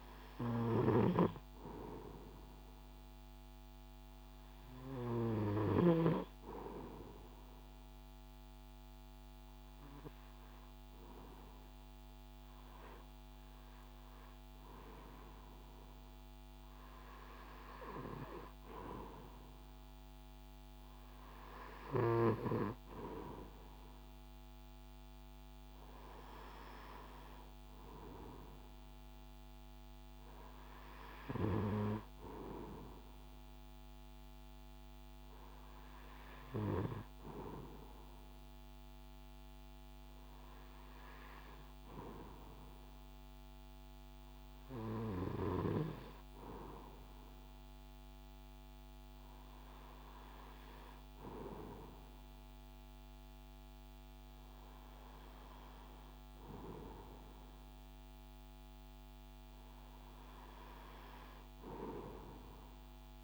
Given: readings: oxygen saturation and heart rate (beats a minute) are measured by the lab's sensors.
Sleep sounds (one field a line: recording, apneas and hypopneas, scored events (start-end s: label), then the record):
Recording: breathing in sleep by a microphone on the trachea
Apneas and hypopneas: none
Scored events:
0.00-1.00 s: arousal
0.50-6.00 s: snoring (device-marked)
From the record:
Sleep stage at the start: REM sleep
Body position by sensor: on the right side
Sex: male